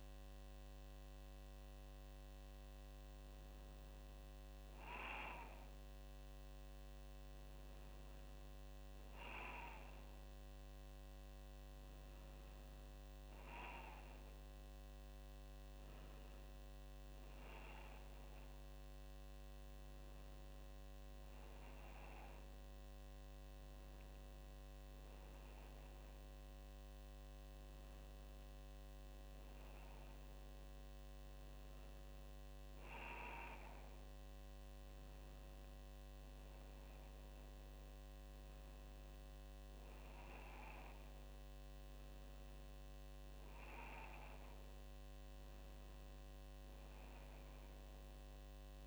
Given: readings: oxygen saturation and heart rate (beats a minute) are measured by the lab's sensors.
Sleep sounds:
a person awake in a sleep study, by a microphone on the trachea; none
none scored
From the record:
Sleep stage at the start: awake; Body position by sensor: on the back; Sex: female

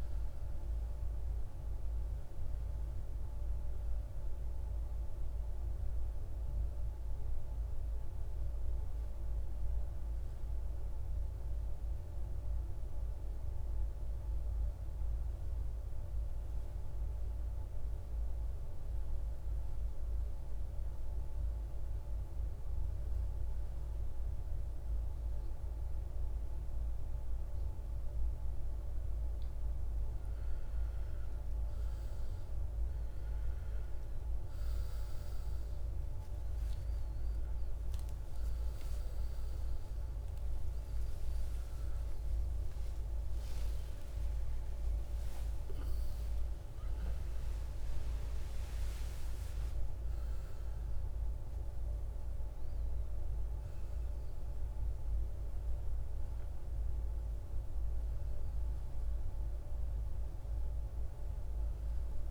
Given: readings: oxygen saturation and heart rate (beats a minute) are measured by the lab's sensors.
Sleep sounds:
a person partly awake in a sleep study, hard to hear, by a room microphone; 1
0.00-12.50 s: oxygen desaturation (device-marked, oxygen 87% lowest, heart rate 54 extreme)
8.00-30.00 s: mixed apnea (oxygen 97% before, 87% lowest, heart rate 67 before, 54 extreme, up 15 after)
30.50-56.50 s: oxygen desaturation (device-marked, oxygen 98% before, 88% lowest, heart rate 56 before, 54 extreme)
37.50-62.31 s: new sleep stage, awake
From the record:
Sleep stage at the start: N2 (light sleep); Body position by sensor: on the back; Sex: male

